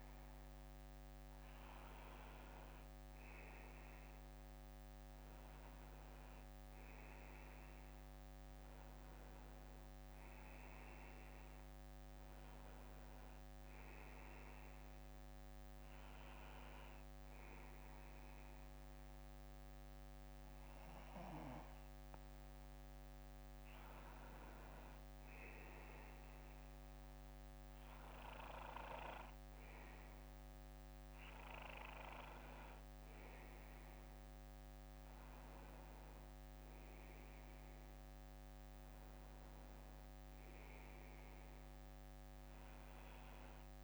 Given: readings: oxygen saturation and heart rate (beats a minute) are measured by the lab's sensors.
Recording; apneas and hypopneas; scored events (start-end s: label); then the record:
breathing in sleep, hard to hear, by a microphone on the trachea; none
16.00-19.00 s: bradycardia (device-marked, heart rate 63 before, 60 extreme)
39.50-43.50 s: arousal
From the record:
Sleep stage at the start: N2 (light sleep); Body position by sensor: on the back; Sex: male